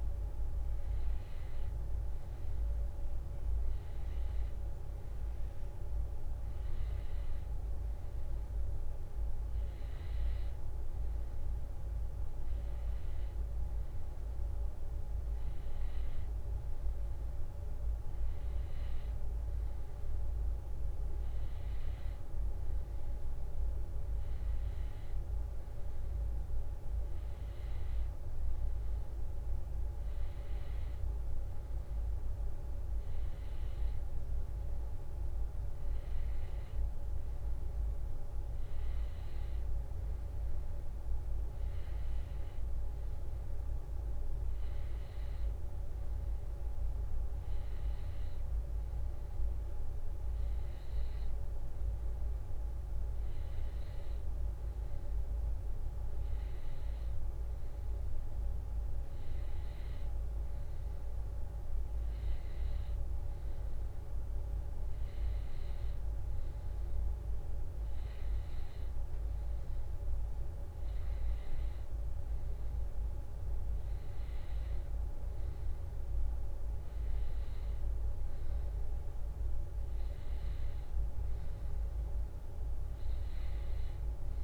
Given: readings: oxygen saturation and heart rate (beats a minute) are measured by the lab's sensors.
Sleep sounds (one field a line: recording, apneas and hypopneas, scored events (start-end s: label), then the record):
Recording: breathing in sleep, hard to hear, by a room microphone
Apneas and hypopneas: none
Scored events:
none scored
From the record:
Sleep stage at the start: N1 (lightest sleep)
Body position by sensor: on the back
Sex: male